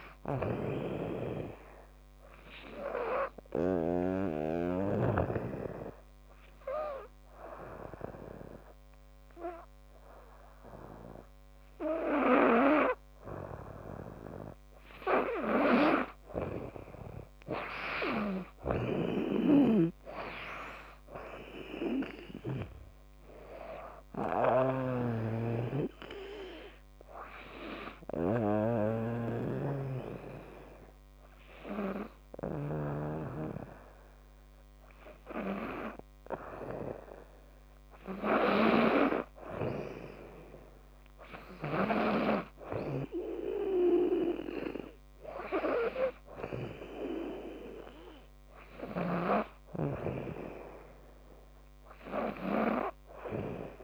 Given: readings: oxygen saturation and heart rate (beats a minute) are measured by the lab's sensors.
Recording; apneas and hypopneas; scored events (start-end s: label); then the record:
breathing in sleep by a microphone on the trachea; 2
0.00-4.00 s: snoring (device-marked)
2.50-12.50 s: hypopnea (oxygen 99% before, 94% lowest, heart rate 76 before, 76 extreme, up 2 after)
13.50-16.50 s: arousal
18.00-22.50 s: snoring (device-marked)
24.50-32.50 s: snoring (device-marked)
25.50-37.00 s: hypopnea (oxygen 99% before, 94% lowest, heart rate 80 before, 77 extreme, up 5 after)
25.50-39.50 s: oxygen desaturation (device-marked, oxygen 98% before, 94% lowest, heart rate 80 before, 77 extreme)
40.50-44.50 s: arousal
From the record:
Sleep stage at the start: N2 (light sleep); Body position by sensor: on the back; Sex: female